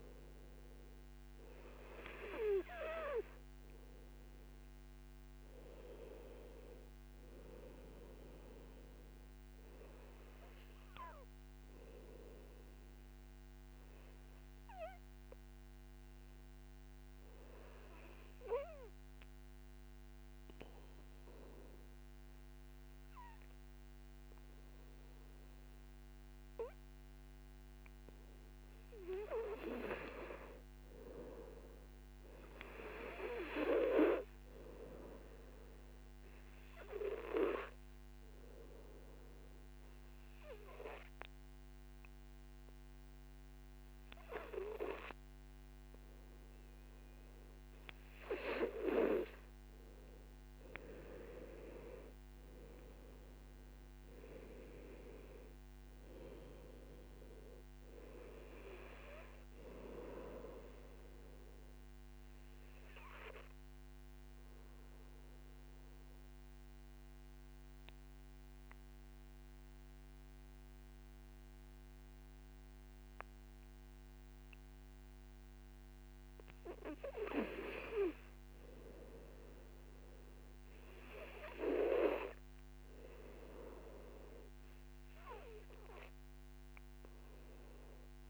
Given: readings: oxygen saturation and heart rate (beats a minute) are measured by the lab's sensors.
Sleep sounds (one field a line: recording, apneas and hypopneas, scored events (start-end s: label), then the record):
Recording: breathing in sleep by a microphone on the trachea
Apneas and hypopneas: 3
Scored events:
1.00-23.00 s: oxygen desaturation (device-marked, oxygen 99% before, 94% lowest, heart rate 55 before, 52 extreme)
11.50-28.50 s: obstructive apnea (oxygen 99% before, 92% lowest, heart rate 59 before, 52 extreme, up 6 after)
30.50-34.00 s: arousal
33.00-54.00 s: oxygen desaturation (device-marked, oxygen 97% before, 93% lowest, heart rate 54 before, 48 extreme)
36.50-49.00 s: obstructive apnea (oxygen 97% before, 92% lowest, heart rate 55 before, 48 extreme, up 16 after)
51.50-55.50 s: arousal
56.00-66.00 s: oxygen desaturation (device-marked, oxygen 95% before, 92% lowest, heart rate 56 before, 48 extreme)
63.50-76.00 s: obstructive apnea (oxygen 96% before, 92% lowest, heart rate 59 before, 48 extreme, up 7 after)
78.00-81.00 s: arousal
From the record:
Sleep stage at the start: N2 (light sleep)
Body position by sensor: on the back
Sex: male